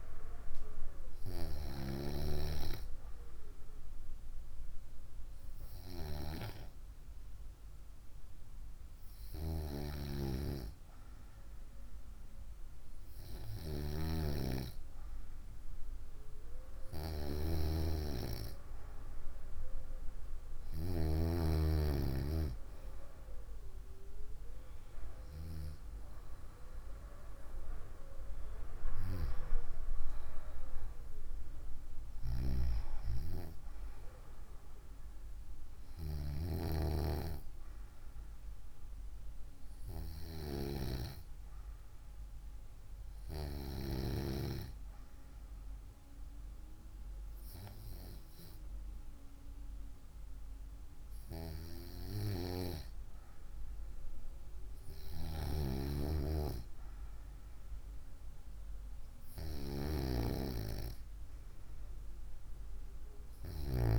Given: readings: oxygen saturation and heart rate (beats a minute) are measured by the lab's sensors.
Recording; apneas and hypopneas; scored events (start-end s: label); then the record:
breathing in sleep by a room microphone; none
none scored
From the record:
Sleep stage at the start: N2 (light sleep); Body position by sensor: on the right side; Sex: female